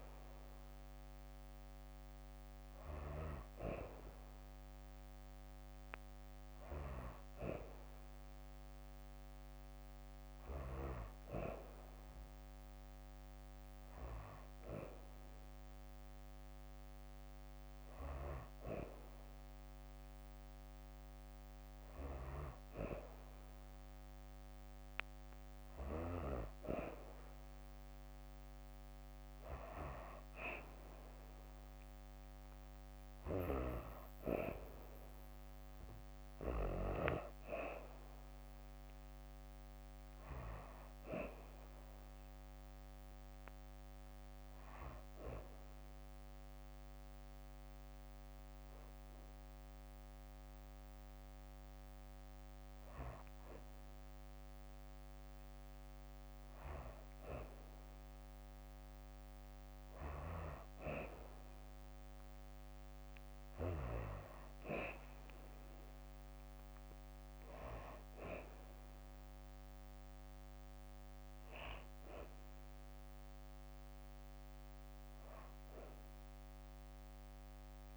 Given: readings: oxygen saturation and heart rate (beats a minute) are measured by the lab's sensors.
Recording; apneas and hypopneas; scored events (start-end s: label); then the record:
breathing in sleep by a microphone on the trachea; none
0.50-30.50 s: new sleep stage, N2 (light sleep)
30.50-60.50 s: new sleep stage, N3 (deep sleep)
33.50-47.50 s: drop in pulse transit time (device-marked, heart rate 68 before, 66 extreme)
60.50-77.97 s: new sleep stage, N2 (light sleep)
65.50-76.50 s: drop in pulse transit time (device-marked, heart rate 65 before, 63 extreme)
From the record:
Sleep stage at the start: N3 (deep sleep); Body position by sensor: on the back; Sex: female